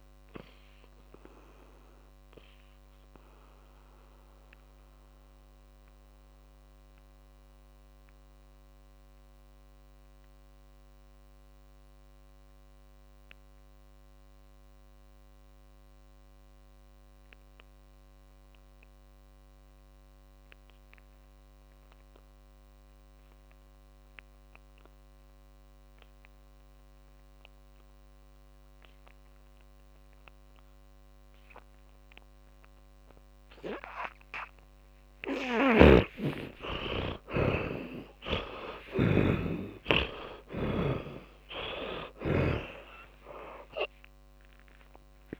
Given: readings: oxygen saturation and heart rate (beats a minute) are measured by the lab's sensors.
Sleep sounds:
breathing in sleep by a microphone on the trachea; 1
0.00-25.00 s: oxygen desaturation (device-marked, oxygen 76% lowest, heart rate 44 extreme)
2.50-34.50 s: mixed apnea (oxygen 100% before, 75% lowest, heart rate 70 before, 44 extreme, up 35 after)
30.00-45.39 s: oxygen desaturation (device-marked, oxygen 99% before, 75% lowest, heart rate 55 before, 47 extreme)
35.50-42.50 s: snoring (device-marked)
39.50-45.39 s: arousal
40.00-45.39 s: tachycardia (device-marked, heart rate 66 before, 133 extreme)
From the record:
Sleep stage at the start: N2 (light sleep); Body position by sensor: on the back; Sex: male

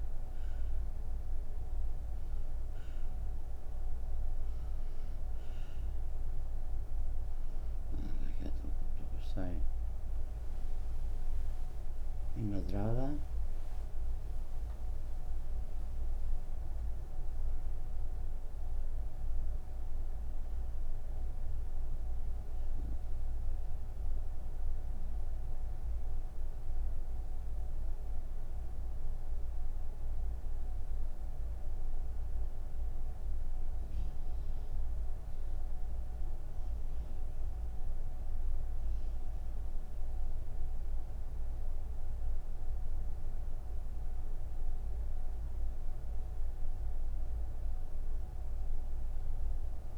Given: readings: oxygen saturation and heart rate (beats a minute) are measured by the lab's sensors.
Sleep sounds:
breathing in sleep, hard to hear, by a room microphone; none
7.50-30.50 s: oxygen desaturation (device-marked, oxygen 91% before, 85% lowest)
From the record:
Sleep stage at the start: N3 (deep sleep); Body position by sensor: on the right side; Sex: female

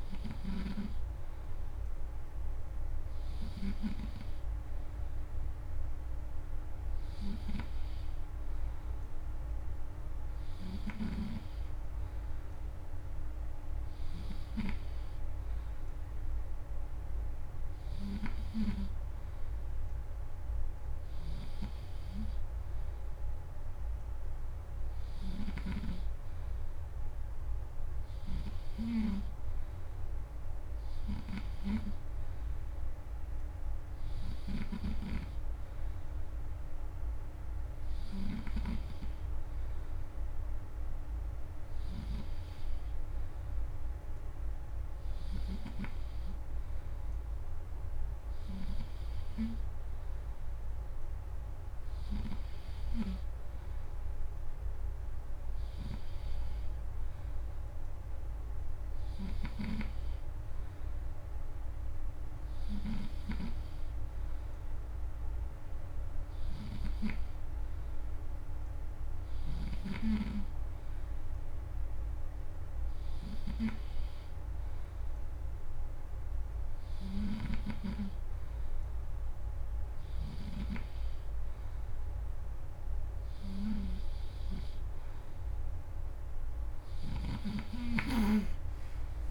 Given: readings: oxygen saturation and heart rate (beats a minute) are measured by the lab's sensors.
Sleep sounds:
breathing in sleep by a room microphone; none
34.50-48.50 s: snoring (device-marked)
59.00-69.50 s: snoring (device-marked)
77.00-80.50 s: snoring (device-marked)
From the record:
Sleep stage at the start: N3 (deep sleep); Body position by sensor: on the back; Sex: male

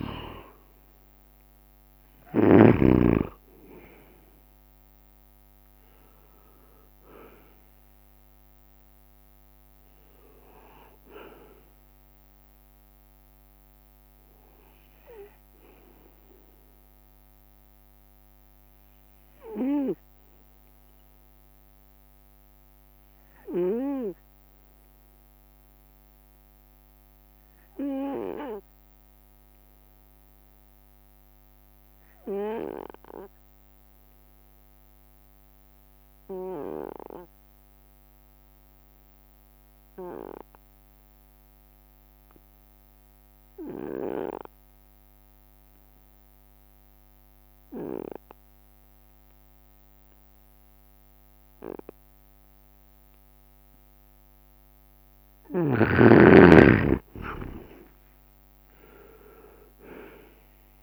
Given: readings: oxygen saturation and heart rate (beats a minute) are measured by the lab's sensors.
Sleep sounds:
breathing in sleep by a microphone on the trachea; 1
0.00-3.00 s: arousal
0.00-3.00 s: snoring (device-marked)
0.00-5.50 s: leg movement (device-marked)
0.00-14.50 s: drop in pulse transit time (device-marked, heart rate 65 extreme)
0.00-28.50 s: oxygen desaturation (device-marked, oxygen 92% lowest, heart rate 64 extreme)
17.50-54.50 s: obstructive apnea (oxygen 98% before, 87% lowest, heart rate 67 before, 63 extreme, up 15 after)
45.50-60.82 s: oxygen desaturation (device-marked, oxygen 98% before, 87% lowest, heart rate 67 before, 61 extreme)
56.50-60.50 s: leg movement (device-marked)
56.50-60.82 s: arousal
58.00-60.00 s: long interval between heartbeats (device-marked, heart rate 67 before, 72 extreme)
From the record:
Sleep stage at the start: N2 (light sleep); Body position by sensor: on the right side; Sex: male

